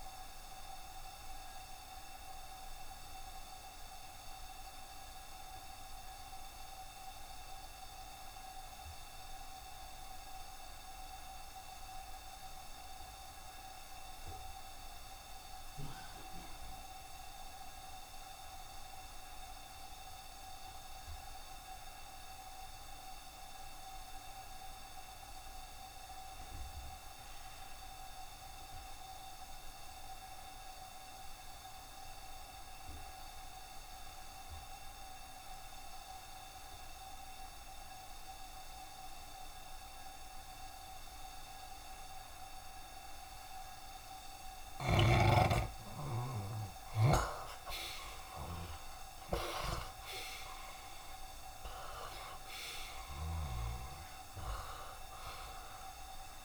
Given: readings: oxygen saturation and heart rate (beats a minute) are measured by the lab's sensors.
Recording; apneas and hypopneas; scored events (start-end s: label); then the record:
breathing in sleep by a room microphone; 1
0.00-13.00 s: oxygen desaturation (device-marked, oxygen 69% lowest, heart rate 66 extreme)
1.00-44.00 s: obstructive apnea (oxygen 77% before, 69% lowest, heart rate 75 before, 66 extreme, up 4 after)
27.00-56.45 s: oxygen desaturation (device-marked, oxygen 87% before, 70% lowest, heart rate 67 before, 66 extreme)
45.50-50.00 s: arousal
From the record:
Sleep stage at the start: N2 (light sleep); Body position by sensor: on the back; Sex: male